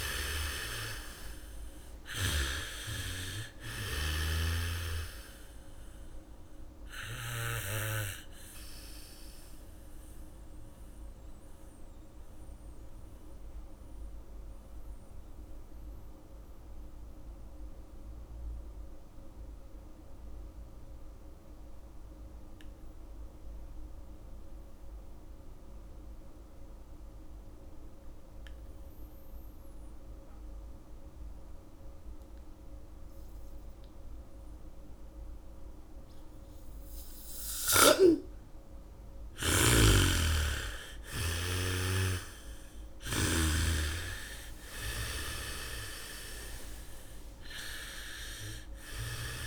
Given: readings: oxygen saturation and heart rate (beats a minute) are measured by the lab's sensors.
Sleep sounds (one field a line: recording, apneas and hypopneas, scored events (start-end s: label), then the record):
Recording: breathing in sleep by a room microphone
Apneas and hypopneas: 1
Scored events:
0.00-1.50 s: arousal
0.00-4.50 s: snoring (device-marked)
0.00-22.00 s: oxygen desaturation (device-marked, oxygen 83% lowest, heart rate 42 extreme)
8.50-37.50 s: mixed apnea (oxygen 99% before, 81% lowest, heart rate 67 before, 42 extreme)
32.00-45.00 s: bradycardia (device-marked, heart rate 72 before, 46 extreme)
36.00-49.47 s: oxygen desaturation (device-marked, oxygen 99% before, 81% lowest, heart rate 71 before, 42 extreme)
40.00-44.00 s: snoring (device-marked)
42.50-46.50 s: arousal
From the record:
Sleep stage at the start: N2 (light sleep)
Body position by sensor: on the back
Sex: female